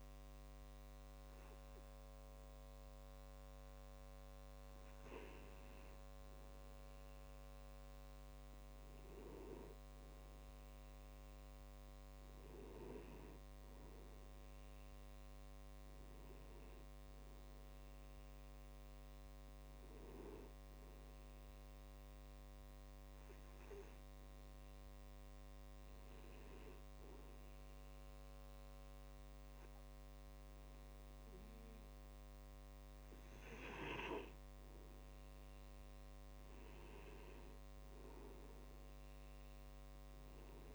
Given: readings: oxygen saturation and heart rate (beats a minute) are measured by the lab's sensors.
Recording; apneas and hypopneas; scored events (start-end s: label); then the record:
breathing in sleep by a microphone on the trachea; none
none scored
From the record:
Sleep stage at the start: N2 (light sleep); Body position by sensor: on the back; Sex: male